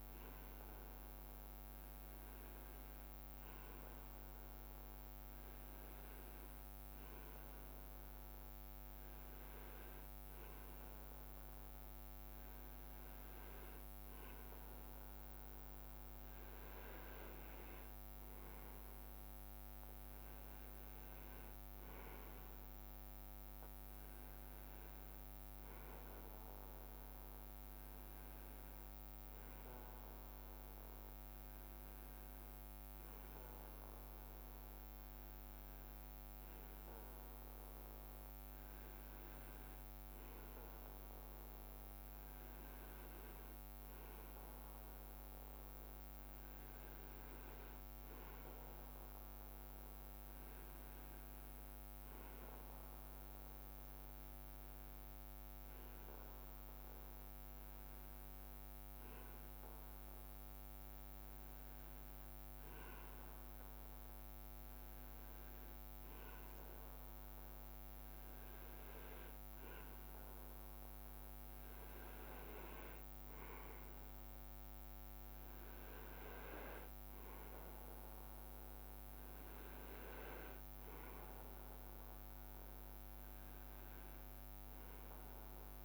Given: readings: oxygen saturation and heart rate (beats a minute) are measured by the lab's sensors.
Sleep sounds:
breathing in sleep, hard to hear, by a microphone on the trachea; none
none scored
From the record:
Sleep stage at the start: REM sleep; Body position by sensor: on the right side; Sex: male

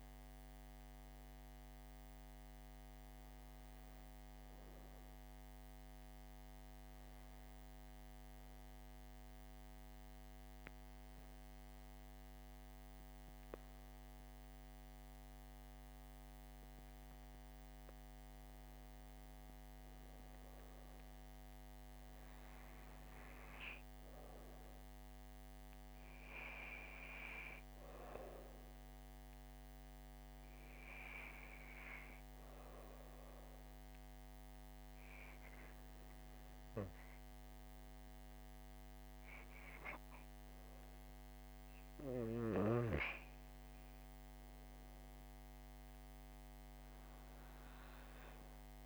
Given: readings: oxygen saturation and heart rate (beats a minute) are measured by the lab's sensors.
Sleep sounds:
breathing in sleep by a microphone on the trachea; 1
5.00-18.50 s: hypopnea (oxygen 98% before, 96% lowest, heart rate 71 before, 65 extreme, up 2 after)
20.00-24.00 s: arousal
From the record:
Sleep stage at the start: N2 (light sleep); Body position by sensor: on the back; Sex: female

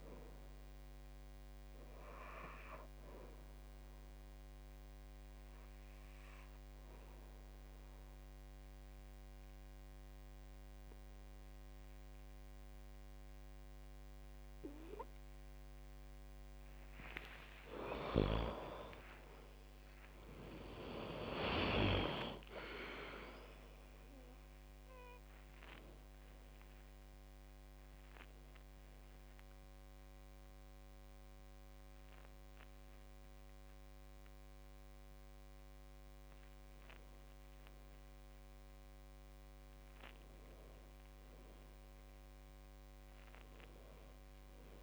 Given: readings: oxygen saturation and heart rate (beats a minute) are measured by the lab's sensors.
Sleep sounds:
breathing in sleep by a microphone on the trachea; 1
3.50-17.50 s: obstructive apnea (oxygen 96% before, 90% lowest, heart rate 64 before, 62 extreme, up 54 after)
19.00-24.00 s: arousal
24.50-44.83 s: oxygen desaturation (device-marked, oxygen 96% before, 90% lowest, heart rate 76 before, 63 extreme)
37.50-44.83 s: new sleep stage, N1 (lightest sleep)
From the record:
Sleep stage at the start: N2 (light sleep); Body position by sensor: on the back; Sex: female

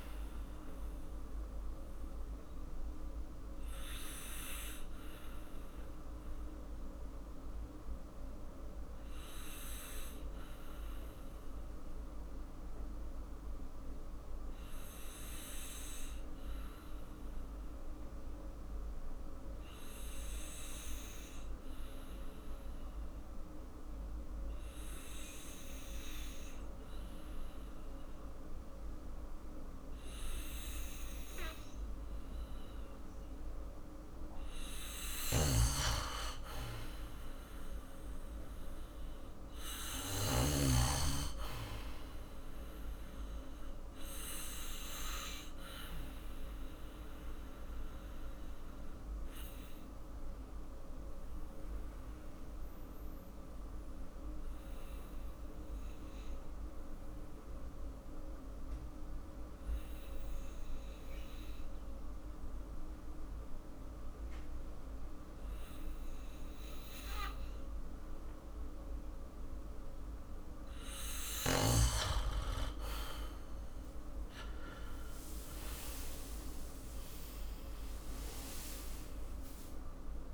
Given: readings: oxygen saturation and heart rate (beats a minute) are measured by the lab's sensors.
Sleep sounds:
breathing in sleep by a room microphone; 2
1.00-34.50 s: obstructive apnea (oxygen 98% before, 89% lowest, heart rate 59 before, 54 extreme, up 5 after)
10.00-19.00 s: oxygen desaturation (device-marked, oxygen 97% before, 89% lowest, heart rate 60 before, 54 extreme)
35.00-40.50 s: snoring (device-marked)
36.50-40.50 s: arousal
44.00-70.00 s: obstructive apnea (oxygen 99% before, 91% lowest, heart rate 56 before, 54 extreme, up 8 after)
50.00-67.00 s: oxygen desaturation (device-marked, oxygen 97% before, 92% lowest, heart rate 57 before, 55 extreme)
74.00-79.00 s: arousal
From the record:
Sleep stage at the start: N2 (light sleep); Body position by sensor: on the back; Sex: male

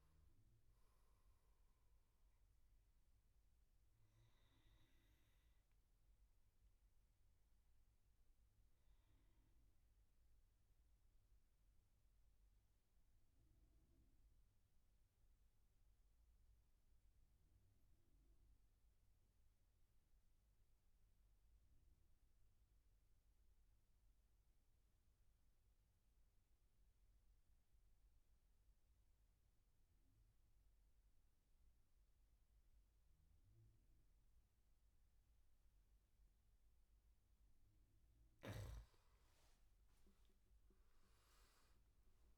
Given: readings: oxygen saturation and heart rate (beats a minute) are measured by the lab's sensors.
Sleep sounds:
breathing in sleep, hard to hear, by a room microphone; 1
0.00-6.50 s: oxygen desaturation (device-marked, oxygen 95% lowest, heart rate 58 extreme)
2.50-37.50 s: obstructive apnea (oxygen 100% before, 92% lowest, heart rate 74 before, 60 extreme, up 17 after)
3.50-5.50 s: bradycardia (device-marked, heart rate 71 before, 64 extreme)
31.50-42.37 s: oxygen desaturation (device-marked, oxygen 99% before, 92% lowest, heart rate 67 before, 62 extreme)
40.00-42.37 s: arousal
From the record:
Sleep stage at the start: N2 (light sleep); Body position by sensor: on the back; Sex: male

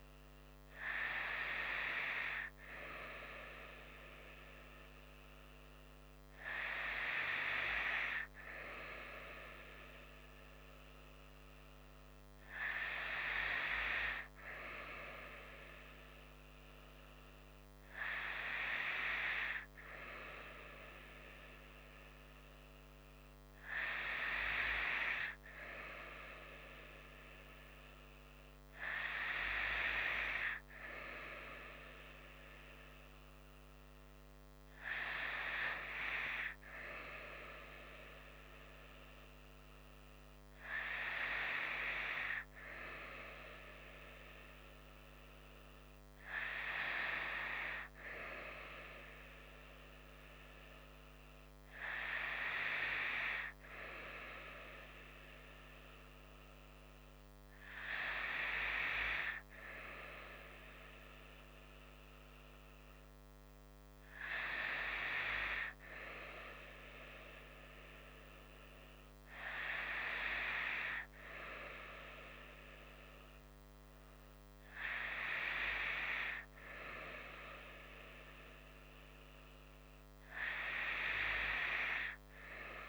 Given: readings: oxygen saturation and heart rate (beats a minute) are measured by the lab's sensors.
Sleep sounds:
breathing in sleep by a microphone on the trachea; none
none scored
From the record:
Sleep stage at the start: N2 (light sleep); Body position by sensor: on the right side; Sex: female

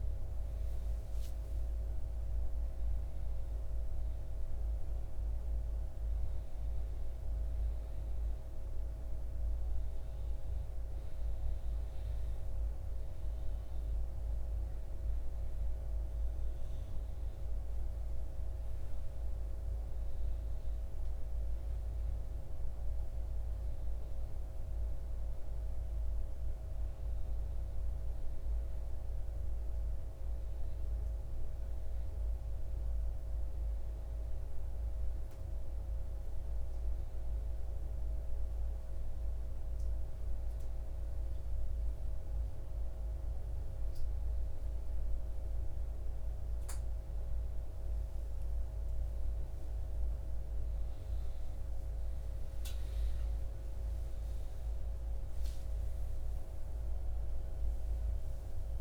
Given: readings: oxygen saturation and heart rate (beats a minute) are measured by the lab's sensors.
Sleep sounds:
a person awake in a sleep study, hard to hear, by a room microphone; none
3.00-31.00 s: oxygen desaturation (device-marked, oxygen 97% before, 92% lowest, heart rate 79 before, 73 extreme)
From the record:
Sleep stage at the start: awake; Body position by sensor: upright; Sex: male

